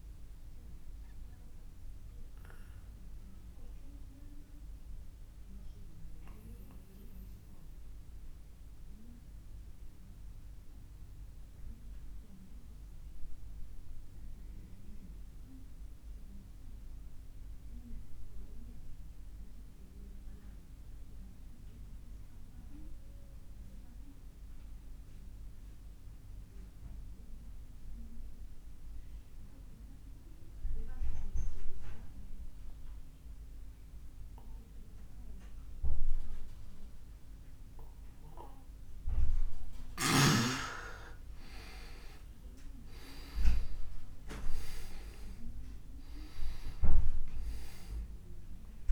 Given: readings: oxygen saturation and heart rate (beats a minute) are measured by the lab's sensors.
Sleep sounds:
breathing in sleep by a room microphone; 1
0.00-21.50 s: oxygen desaturation (device-marked, oxygen 90% lowest)
0.50-39.50 s: obstructive apnea (oxygen 99% before, 86% lowest)
37.50-48.92 s: oxygen desaturation (device-marked, oxygen 99% before, 86% lowest)
42.00-46.00 s: arousal
From the record:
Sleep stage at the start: N2 (light sleep); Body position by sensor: on the back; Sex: male

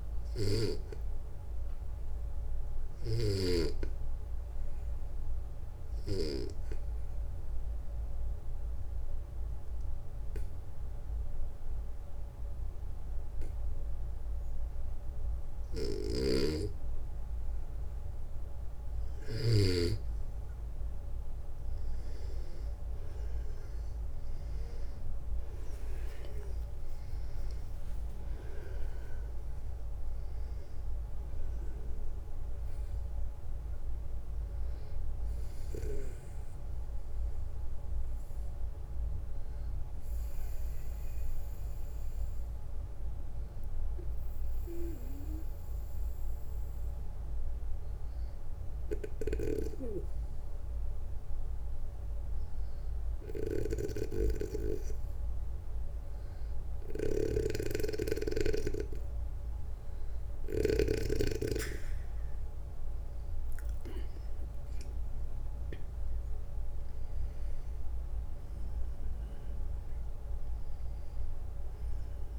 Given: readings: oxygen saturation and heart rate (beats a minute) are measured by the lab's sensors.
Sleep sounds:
breathing in sleep by a room microphone; 2
3.00-18.00 s: obstructive apnea (oxygen 96% before, 91% lowest, heart rate 60 before, 57 extreme, up 13 after)
15.00-19.00 s: snoring (device-marked)
18.00-39.00 s: oxygen desaturation (device-marked, oxygen 96% before, 92% lowest, heart rate 62 before, 57 extreme)
22.50-26.50 s: arousal
39.00-55.00 s: obstructive apnea (oxygen 96% before, 91% lowest, heart rate 82 before, 58 extreme, up 3 after)
48.50-60.00 s: snoring (device-marked)
50.00-56.00 s: oxygen desaturation (device-marked, oxygen 94% before, 91% lowest, heart rate 70 before, 60 extreme)
62.00-65.50 s: arousal
From the record:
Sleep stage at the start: N2 (light sleep); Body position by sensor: on the back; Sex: male

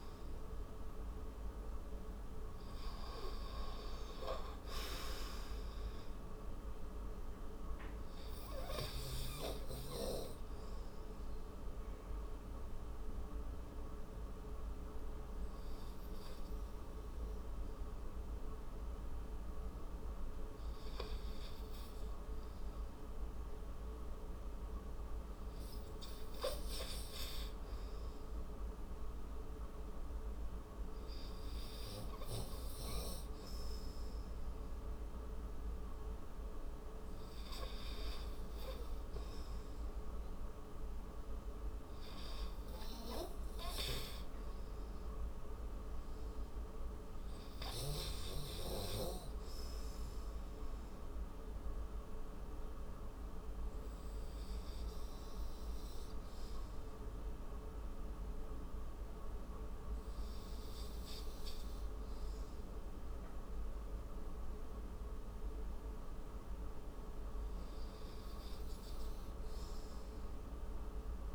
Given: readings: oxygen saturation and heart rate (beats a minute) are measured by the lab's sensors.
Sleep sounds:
breathing in sleep by a room microphone; none
0.00-24.00 s: oxygen desaturation (device-marked, oxygen 91% before, 82% lowest, heart rate 73 before, 48 extreme)
From the record:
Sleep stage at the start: N2 (light sleep); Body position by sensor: on the right side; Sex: male

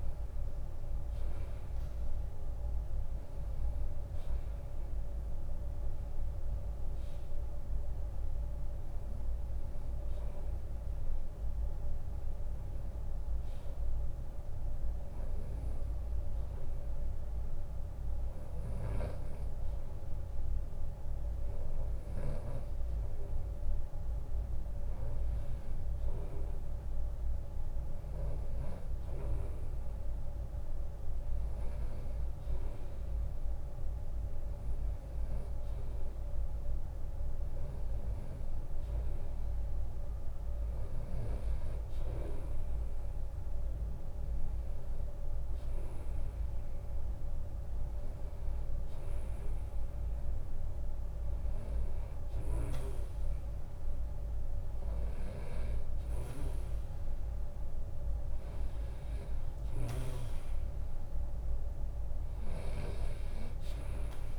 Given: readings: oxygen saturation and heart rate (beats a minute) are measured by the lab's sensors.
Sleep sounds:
breathing in sleep by a room microphone; none
22.00-24.00 s: long interval between heartbeats (device-marked, heart rate 75 before, 76 extreme)
38.00-40.00 s: long interval between heartbeats (device-marked, heart rate 78 before, 73 extreme)
45.00-47.00 s: long interval between heartbeats (device-marked, heart rate 77 before, 70 extreme)
From the record:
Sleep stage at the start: REM sleep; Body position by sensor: on the right side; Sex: male

